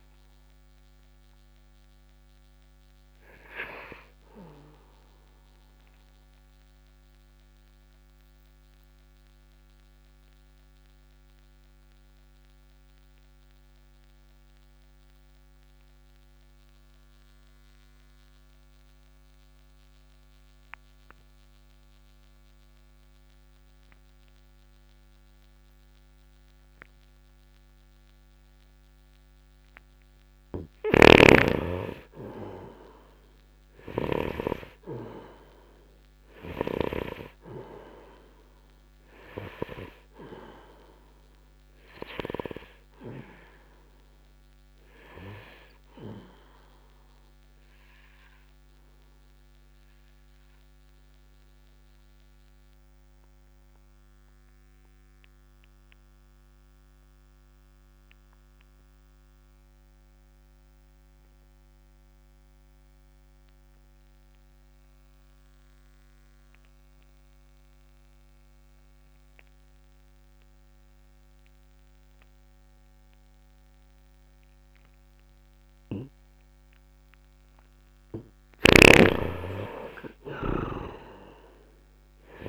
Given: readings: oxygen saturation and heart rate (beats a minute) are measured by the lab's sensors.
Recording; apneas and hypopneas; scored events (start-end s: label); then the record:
breathing in sleep by a microphone on the trachea; 2
0.00-18.50 s: oxygen desaturation (device-marked, oxygen 85% lowest, heart rate 58 extreme)
5.50-30.00 s: obstructive apnea (oxygen 98% before, 79% lowest, heart rate 66 before, 58 extreme, up 2 after)
24.50-70.50 s: oxygen desaturation (device-marked, oxygen 98% before, 79% lowest, heart rate 68 before, 57 extreme)
31.00-34.50 s: snoring (device-marked)
32.00-36.50 s: arousal
47.50-77.00 s: obstructive apnea (oxygen 98% before, 76% lowest, heart rate 63 before, 57 extreme, up 4 after)
76.50-82.49 s: oxygen desaturation (device-marked, oxygen 98% before, 76% lowest, heart rate 66 before, 59 extreme)
78.50-82.49 s: snoring (device-marked)
79.50-82.49 s: arousal
From the record:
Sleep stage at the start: N2 (light sleep); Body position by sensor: upright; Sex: male